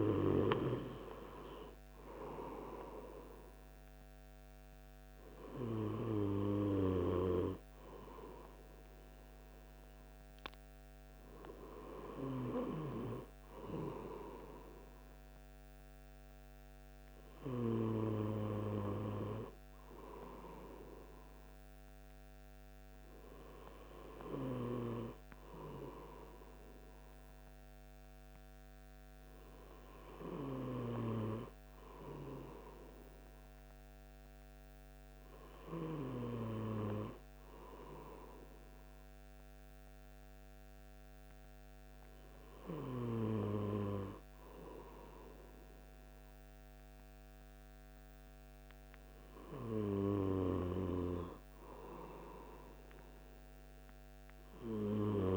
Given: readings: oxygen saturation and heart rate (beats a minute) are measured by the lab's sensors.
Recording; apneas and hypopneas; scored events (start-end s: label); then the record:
breathing in sleep by a microphone on the trachea; none
none scored
From the record:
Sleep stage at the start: N2 (light sleep); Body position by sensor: on the right side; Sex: male